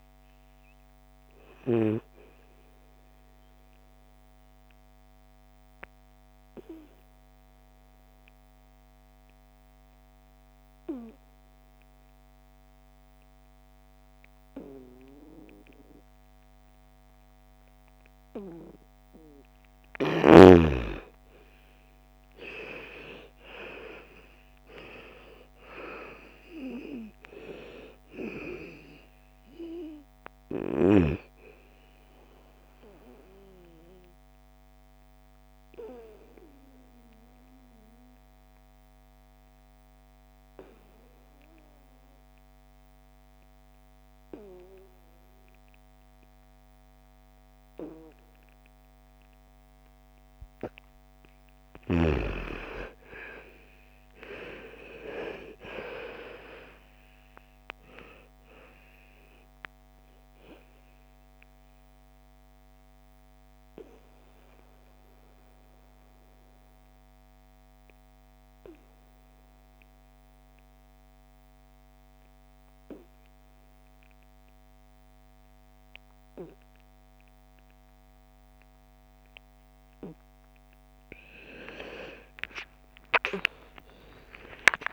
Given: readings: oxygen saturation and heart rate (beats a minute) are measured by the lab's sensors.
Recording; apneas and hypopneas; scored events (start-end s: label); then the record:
breathing in sleep by a microphone on the trachea; 3
0.00-11.50 s: oxygen desaturation (device-marked, oxygen 80% lowest, heart rate 56 extreme)
3.50-18.50 s: obstructive apnea (oxygen 98% before, 80% lowest, heart rate 66 before, 54 extreme, up 13 after)
21.50-25.00 s: arousal
24.50-40.50 s: oxygen desaturation (device-marked, oxygen 99% before, 85% lowest, heart rate 59 before, 54 extreme)
33.00-50.00 s: obstructive apnea (oxygen 99% before, 83% lowest, heart rate 63 before, 54 extreme, up 12 after)
52.00-55.00 s: arousal
52.50-76.50 s: oxygen desaturation (device-marked, oxygen 98% before, 83% lowest, heart rate 57 before, 55 extreme)
61.00-80.50 s: obstructive apnea (oxygen 98% before, 83% lowest, heart rate 60 before, 55 extreme, up 40 after)
81.50-84.93 s: arousal
From the record:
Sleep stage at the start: N2 (light sleep); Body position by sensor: on the back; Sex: female